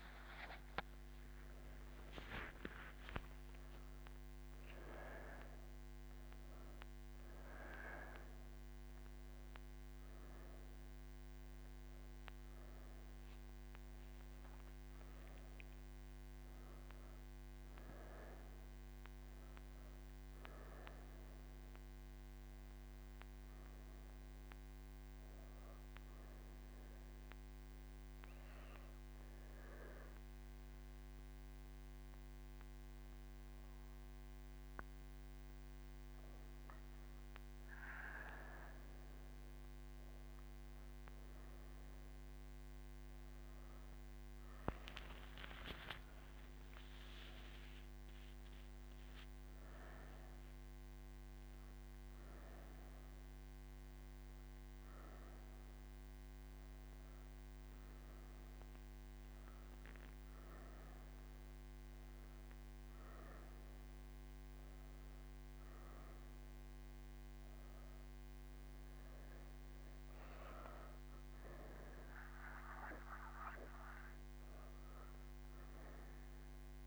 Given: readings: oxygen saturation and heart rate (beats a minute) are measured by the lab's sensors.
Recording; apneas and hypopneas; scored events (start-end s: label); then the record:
breathing in sleep by a microphone on the trachea; 1
2.50-76.87 s: new sleep stage, N3 (deep sleep)
21.50-35.50 s: oxygen desaturation (device-marked, oxygen 99% before, 96% lowest)
27.00-37.00 s: obstructive apnea (oxygen 99% before, 96% lowest)
From the record:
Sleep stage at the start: N2 (light sleep); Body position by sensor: on the right side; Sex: female